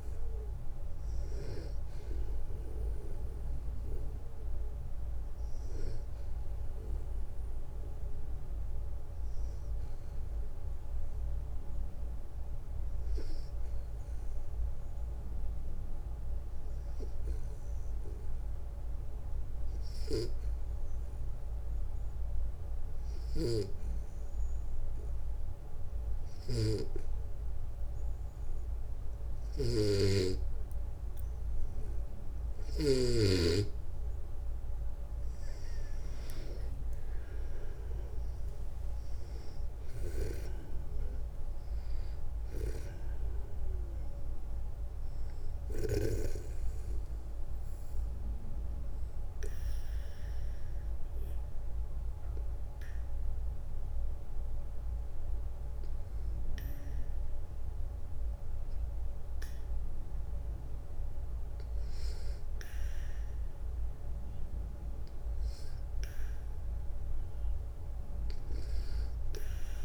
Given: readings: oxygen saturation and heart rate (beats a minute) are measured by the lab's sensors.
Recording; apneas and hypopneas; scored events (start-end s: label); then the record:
breathing in sleep by a room microphone; 1
12.00-30.00 s: obstructive apnea (oxygen 94% before, 92% lowest, heart rate 65 before, 60 extreme, up 5 after)
22.50-32.50 s: snoring (device-marked)
35.50-41.00 s: arousal
57.50-66.50 s: oxygen desaturation (device-marked, oxygen 95% before, 92% lowest, heart rate 66 before, 60 extreme)
From the record:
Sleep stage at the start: N2 (light sleep); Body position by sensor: on the back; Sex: male